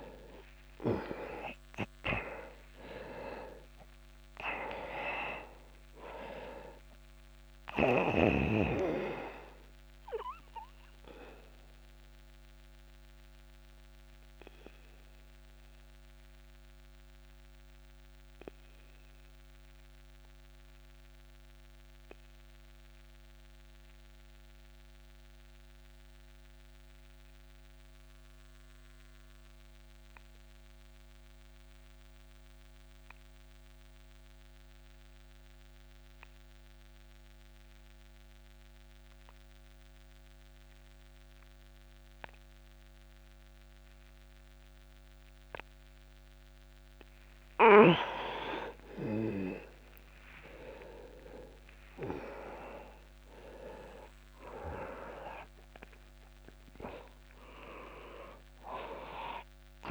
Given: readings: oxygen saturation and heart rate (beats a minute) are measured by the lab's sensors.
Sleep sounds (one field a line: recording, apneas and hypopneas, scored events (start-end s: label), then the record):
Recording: breathing in sleep by a microphone on the trachea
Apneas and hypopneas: 1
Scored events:
0.00-1.00 s: arousal
0.00-30.50 s: oxygen desaturation (device-marked, oxygen 85% lowest)
8.50-47.00 s: obstructive apnea (oxygen 99% before, 85% lowest)
47.50-59.91 s: oxygen desaturation (device-marked, oxygen 99% before, 89% lowest)
50.50-55.00 s: arousal
From the record:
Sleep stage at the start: N2 (light sleep)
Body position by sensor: on the back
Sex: male